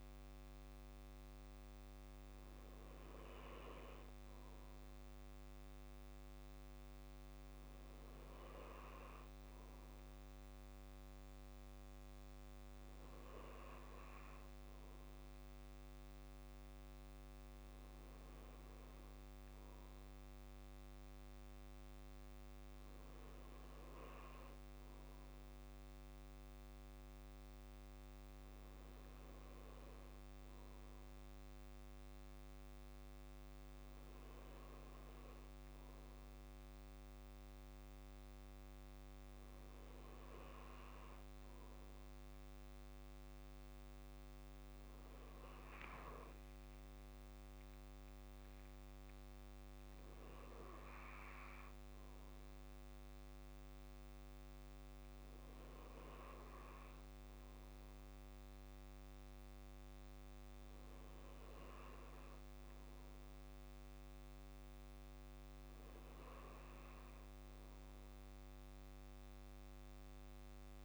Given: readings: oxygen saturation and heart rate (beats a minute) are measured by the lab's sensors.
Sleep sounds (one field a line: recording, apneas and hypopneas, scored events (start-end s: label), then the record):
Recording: breathing in sleep, hard to hear, by a microphone on the trachea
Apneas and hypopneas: none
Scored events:
none scored
From the record:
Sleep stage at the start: N2 (light sleep)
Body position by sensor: on the back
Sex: male